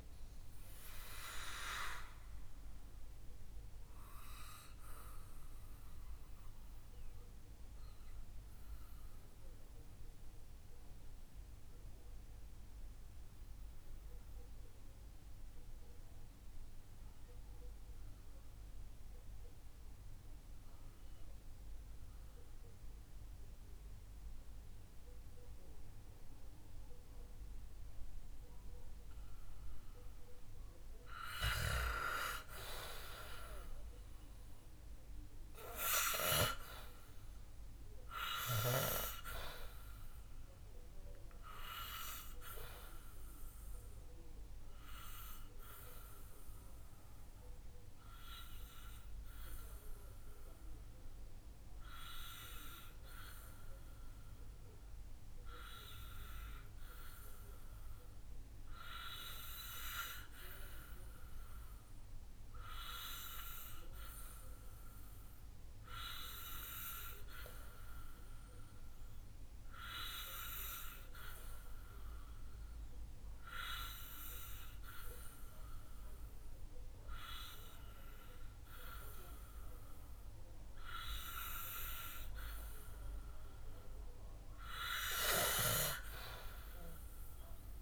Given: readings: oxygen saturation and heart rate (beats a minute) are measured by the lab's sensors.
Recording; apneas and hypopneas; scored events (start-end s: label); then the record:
breathing in sleep by a room microphone; 2
0.00-19.50 s: oxygen desaturation (device-marked, oxygen 90% lowest, heart rate 59 extreme)
2.50-30.50 s: obstructive apnea (oxygen 97% before, 90% lowest, heart rate 66 before, 59 extreme, up 3 after)
33.00-36.50 s: arousal
37.50-57.50 s: oxygen desaturation (device-marked, oxygen 97% before, 91% lowest, heart rate 64 before, 59 extreme)
47.00-81.00 s: obstructive apnea (oxygen 98% before, 91% lowest, heart rate 64 before, 59 extreme, up 5 after)
86.50-87.82 s: arousal
From the record:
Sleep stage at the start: N2 (light sleep); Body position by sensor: on the back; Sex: male